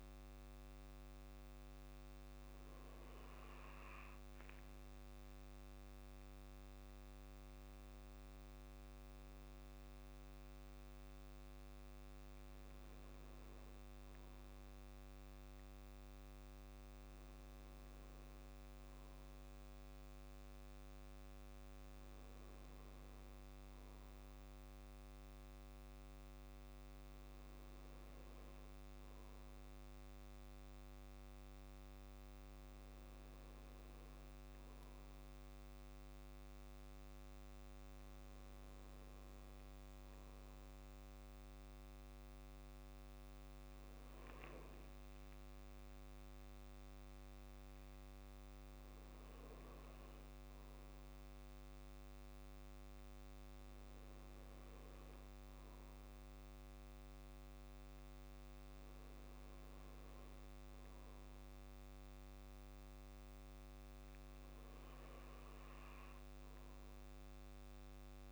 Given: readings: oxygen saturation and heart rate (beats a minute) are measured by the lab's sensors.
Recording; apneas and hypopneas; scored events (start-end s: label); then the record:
breathing in sleep, hard to hear, by a microphone on the trachea; none
none scored
From the record:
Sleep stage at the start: N2 (light sleep); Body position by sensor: on the back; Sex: male